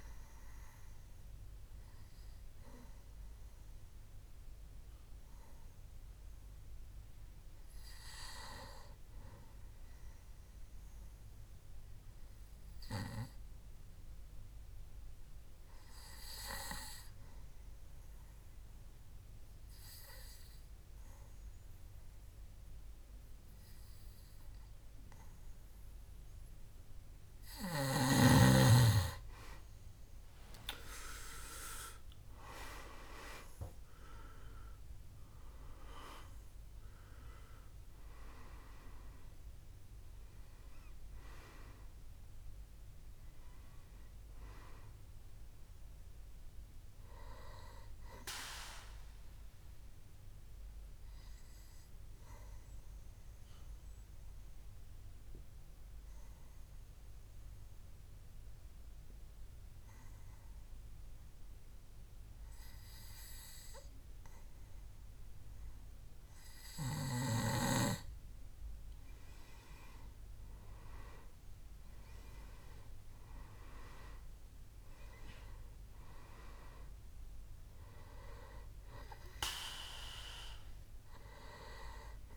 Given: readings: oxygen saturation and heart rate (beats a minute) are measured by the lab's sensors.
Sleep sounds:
breathing in sleep by a room microphone; 2
0.00-18.00 s: oxygen desaturation (device-marked, oxygen 89% lowest, heart rate 62 extreme)
10.00-28.00 s: obstructive apnea (oxygen 98% before, 88% lowest, heart rate 70 before, 63 extreme, up 10 after)
30.00-34.00 s: arousal
32.00-59.00 s: oxygen desaturation (device-marked, oxygen 99% before, 88% lowest, heart rate 66 before, 61 extreme)
49.00-67.50 s: obstructive apnea (oxygen 99% before, 88% lowest, heart rate 71 before, 61 extreme, up 9 after)
70.00-75.00 s: arousal
79.00-82.37 s: oxygen desaturation (device-marked, oxygen 98% before, 94% lowest, heart rate 68 before, 64 extreme)
From the record:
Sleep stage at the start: N2 (light sleep); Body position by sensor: on the back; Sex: male

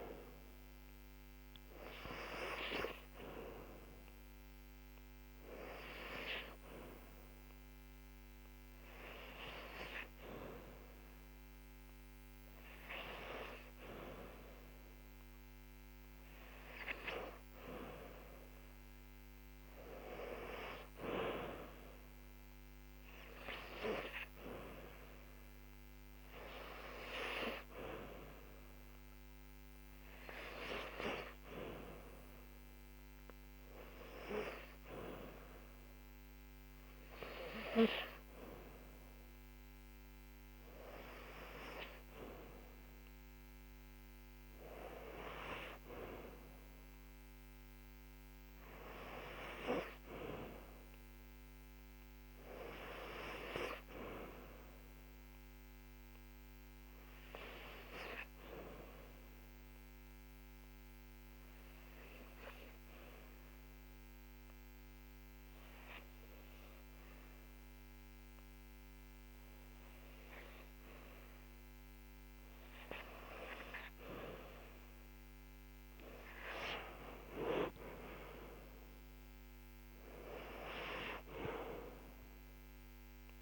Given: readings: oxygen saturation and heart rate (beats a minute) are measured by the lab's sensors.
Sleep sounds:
breathing in sleep by a microphone on the trachea; 3
3.00-14.50 s: hypopnea (oxygen 95% before, 93% lowest, heart rate 95 before, 70 extreme, up 4 after)
18.50-23.00 s: arousal
33.50-44.00 s: hypopnea (oxygen 98% before, 94% lowest, heart rate 73 before, 65 extreme, up 0 after)
46.00-50.00 s: arousal
59.00-72.50 s: obstructive apnea (oxygen 97% before, 94% lowest, heart rate 72 before, 64 extreme, up 19 after)
76.00-80.00 s: arousal
From the record:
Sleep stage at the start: N2 (light sleep); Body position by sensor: on the back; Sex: female

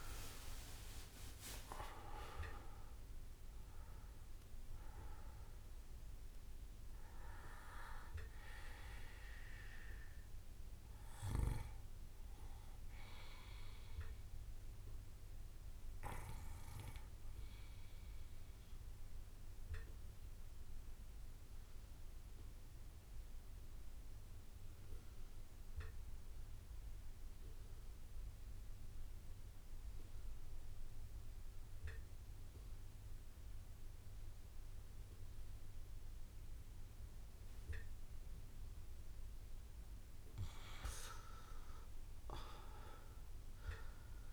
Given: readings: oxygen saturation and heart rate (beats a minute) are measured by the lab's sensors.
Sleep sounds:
breathing in sleep by a room microphone; 1
0.00-20.50 s: oxygen desaturation (device-marked, oxygen 87% lowest)
18.00-39.00 s: obstructive apnea (oxygen 97% before, 90% lowest)
38.50-44.33 s: oxygen desaturation (device-marked, oxygen 99% before, 90% lowest)
42.50-44.33 s: arousal
From the record:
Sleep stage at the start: REM sleep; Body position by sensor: on the right side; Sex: male

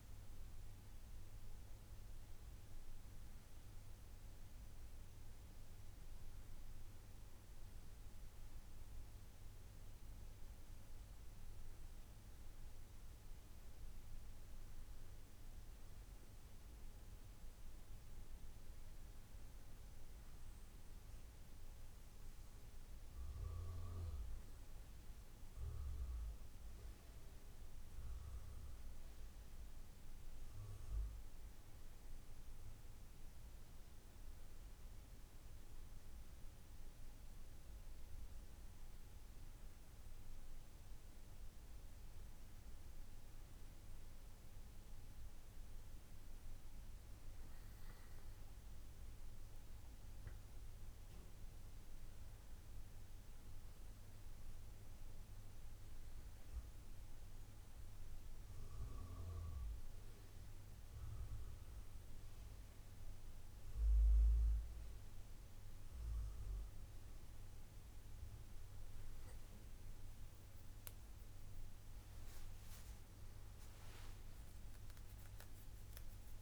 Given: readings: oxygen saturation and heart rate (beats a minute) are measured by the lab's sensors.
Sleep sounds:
breathing in sleep, hard to hear, by a room microphone; none
25.50-76.42 s: new sleep stage, N1 (lightest sleep)
70.00-74.50 s: arousal
From the record:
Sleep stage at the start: N2 (light sleep); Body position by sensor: on the back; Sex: male

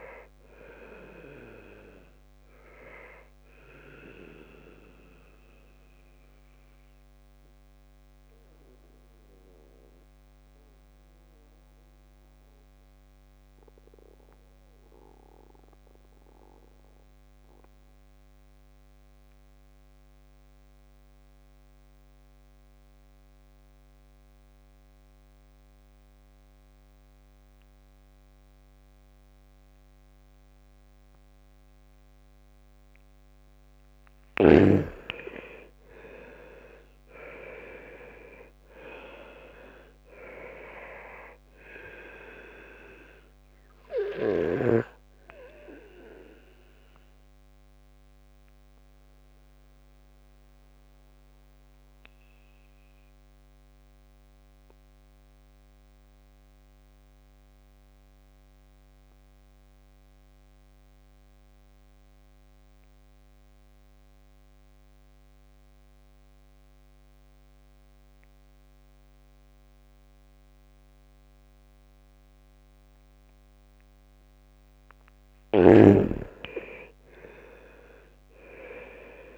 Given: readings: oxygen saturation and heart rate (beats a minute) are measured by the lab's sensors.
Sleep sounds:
breathing in sleep by a microphone on the trachea; 2
0.00-22.50 s: oxygen desaturation (device-marked, oxygen 82% lowest, heart rate 60 extreme)
5.00-33.50 s: mixed apnea (oxygen 99% before, 78% lowest, heart rate 69 before, 60 extreme, up 5 after)
27.50-60.50 s: oxygen desaturation (device-marked, oxygen 99% before, 78% lowest, heart rate 65 before, 62 extreme)
35.50-38.50 s: arousal
46.50-75.00 s: mixed apnea (oxygen 99% before, 78% lowest, heart rate 66 before, 61 extreme, up 8 after)
76.00-79.38 s: arousal
76.50-79.38 s: oxygen desaturation (device-marked, oxygen 98% before, 79% lowest, heart rate 65 before, 57 extreme)
From the record:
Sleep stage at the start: N2 (light sleep); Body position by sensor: on the back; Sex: male

